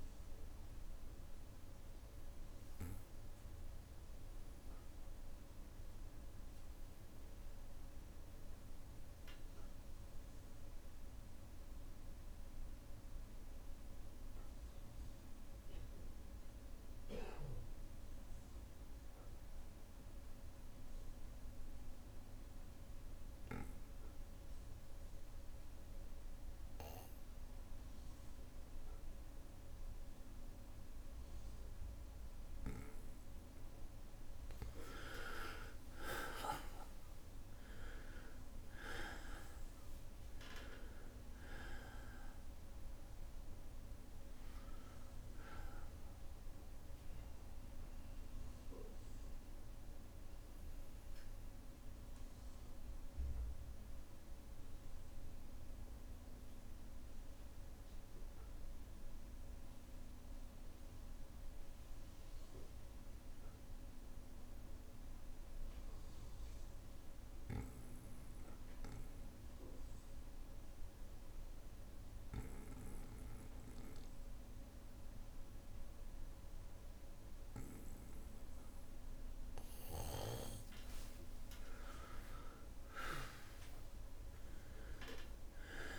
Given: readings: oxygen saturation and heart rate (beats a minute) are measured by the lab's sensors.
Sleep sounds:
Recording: breathing in sleep by a room microphone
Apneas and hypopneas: 2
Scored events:
0.00-14.00 s: oxygen desaturation (device-marked, oxygen 93% lowest, heart rate 57 extreme)
1.00-32.00 s: bradycardia (device-marked, heart rate 58 before, 57 extreme)
2.50-33.00 s: obstructive apnea (oxygen 99% before, 92% lowest, heart rate 61 before, 56 extreme, up 5 after)
31.00-61.00 s: oxygen desaturation (device-marked, oxygen 99% before, 92% lowest, heart rate 58 before, 56 extreme)
35.50-39.00 s: arousal
47.00-68.00 s: bradycardia (device-marked, heart rate 60 before, 56 extreme)
47.00-78.00 s: obstructive apnea (oxygen 99% before, 92% lowest, heart rate 61 before, 56 extreme, up 13 after)
76.00-85.99 s: oxygen desaturation (device-marked, oxygen 99% before, 92% lowest, heart rate 59 before, 56 extreme)
80.00-83.50 s: arousal
From the record:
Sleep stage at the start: N2 (light sleep)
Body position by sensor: on the back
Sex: male

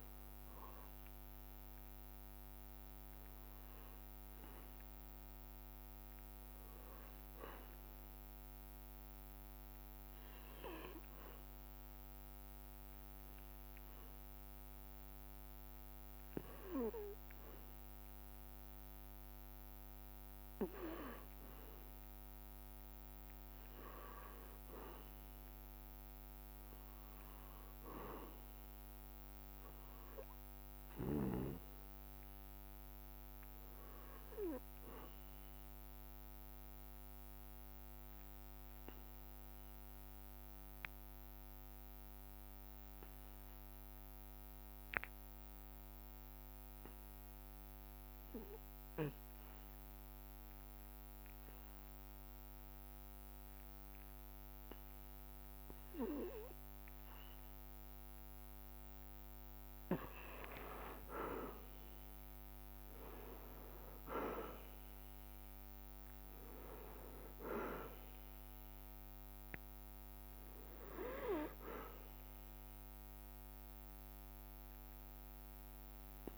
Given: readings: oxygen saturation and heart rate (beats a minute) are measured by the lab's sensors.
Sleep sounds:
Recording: breathing in sleep by a microphone on the trachea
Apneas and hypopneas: 1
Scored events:
0.00-2.00 s: arousal
0.00-5.00 s: leg movement (device-marked)
0.00-20.50 s: oxygen desaturation (device-marked, oxygen 91% lowest)
0.00-76.38 s: bradycardia (device-marked)
9.00-13.50 s: leg movement (device-marked)
18.00-23.00 s: leg movement (device-marked)
28.50-34.50 s: leg movement (device-marked)
29.50-48.50 s: oxygen desaturation (device-marked, oxygen 93% before, 90% lowest)
37.00-57.50 s: hypopnea (oxygen 93% before, 89% lowest)
42.00-47.50 s: leg movement (device-marked)
52.50-58.00 s: leg movement (device-marked)
60.50-64.50 s: arousal
60.50-65.50 s: leg movement (device-marked)
64.50-76.38 s: oxygen desaturation (device-marked, oxygen 94% before, 89% lowest)
67.00-69.50 s: leg movement (device-marked)
70.00-76.00 s: leg movement (device-marked)
From the record:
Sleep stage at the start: REM sleep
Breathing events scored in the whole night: 189 in 4.2 hours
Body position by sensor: on the back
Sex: male

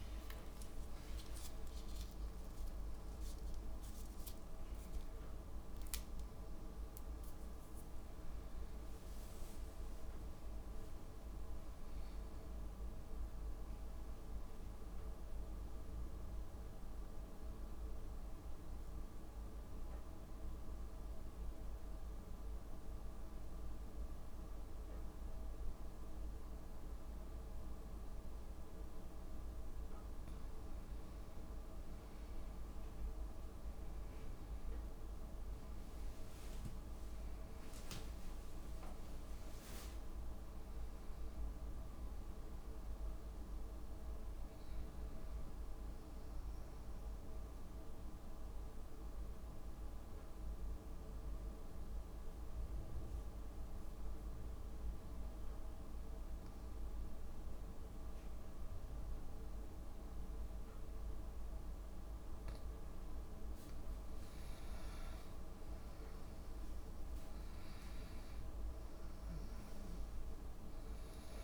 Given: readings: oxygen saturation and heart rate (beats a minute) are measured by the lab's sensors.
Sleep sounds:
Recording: breathing in sleep, hard to hear, by a room microphone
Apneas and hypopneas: 2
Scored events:
10.50-13.50 s: arousal
15.50-30.50 s: obstructive apnea (oxygen 97% before, 89% lowest)
24.00-71.44 s: new sleep stage, N2 (light sleep)
32.00-56.00 s: oxygen desaturation (device-marked, oxygen 96% before, 89% lowest)
33.00-38.00 s: arousal
46.50-64.50 s: obstructive apnea (oxygen 97% before, 89% lowest)
66.00-71.44 s: oxygen desaturation (device-marked, oxygen 97% before, 89% lowest)
66.50-69.50 s: arousal
From the record:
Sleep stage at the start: N1 (lightest sleep)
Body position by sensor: on the back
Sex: female

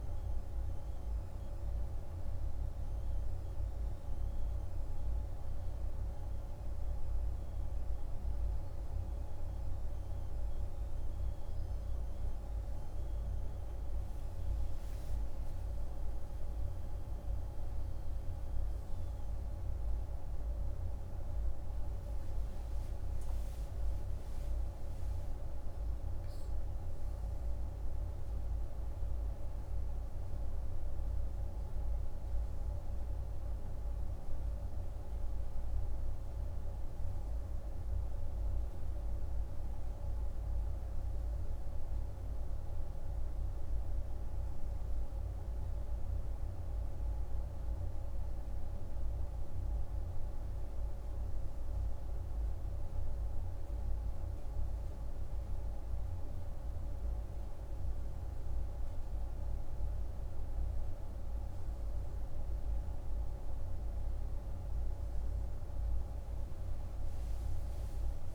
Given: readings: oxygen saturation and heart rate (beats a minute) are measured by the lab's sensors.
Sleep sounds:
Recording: breathing in sleep, hard to hear, by a room microphone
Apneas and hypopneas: none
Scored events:
8.00-13.00 s: arousal
38.00-68.35 s: new sleep stage, N1 (lightest sleep)
From the record:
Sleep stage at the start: N2 (light sleep)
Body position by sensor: on the right side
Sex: male

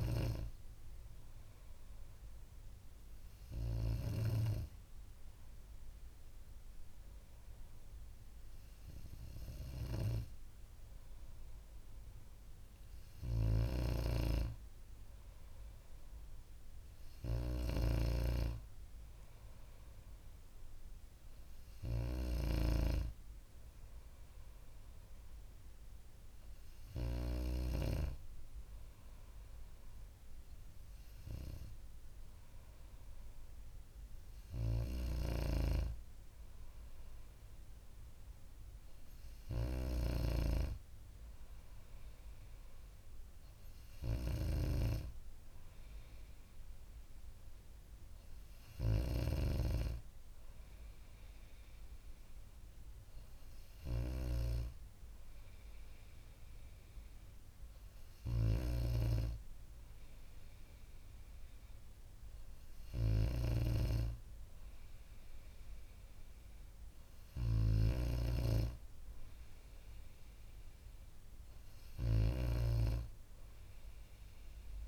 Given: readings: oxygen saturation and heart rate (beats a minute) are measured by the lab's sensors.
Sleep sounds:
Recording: breathing in sleep by a room microphone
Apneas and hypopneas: none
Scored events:
0.00-4.00 s: snoring (device-marked)
13.00-27.00 s: snoring (device-marked)
34.00-74.87 s: snoring (device-marked)
From the record:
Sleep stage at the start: N2 (light sleep)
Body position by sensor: on the back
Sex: female

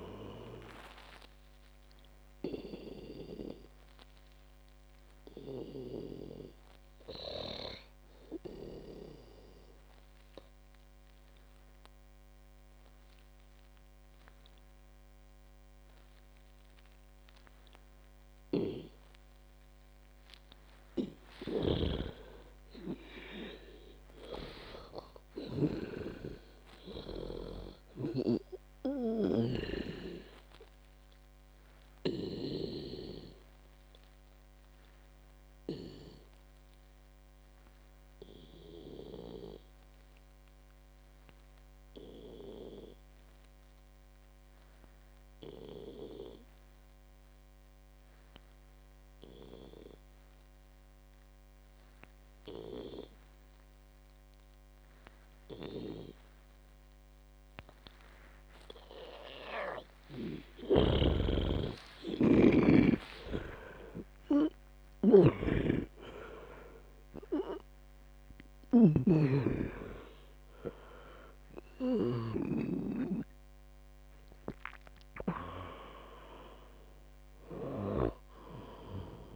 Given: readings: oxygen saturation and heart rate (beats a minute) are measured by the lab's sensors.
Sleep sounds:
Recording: breathing in sleep by a microphone on the trachea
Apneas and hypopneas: 2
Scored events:
0.00-13.50 s: oxygen desaturation (device-marked, oxygen 91% lowest, heart rate 62 extreme)
2.50-20.50 s: obstructive apnea (oxygen 98% before, 91% lowest, heart rate 81 before, 57 extreme, up 38 after)
19.00-26.50 s: snoring (device-marked)
23.00-26.50 s: arousal
28.50-33.00 s: snoring (device-marked)
28.50-44.50 s: oxygen desaturation (device-marked, oxygen 98% before, 94% lowest, heart rate 74 before, 57 extreme)
30.50-59.50 s: obstructive apnea (oxygen 99% before, 89% lowest, heart rate 75 before, 57 extreme)
61.00-73.00 s: snoring (device-marked)
61.50-65.00 s: arousal
68.50-79.35 s: oxygen desaturation (device-marked, oxygen 96% before, 89% lowest, heart rate 96 before, 58 extreme)
From the record:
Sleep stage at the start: N2 (light sleep)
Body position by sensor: on the back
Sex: female

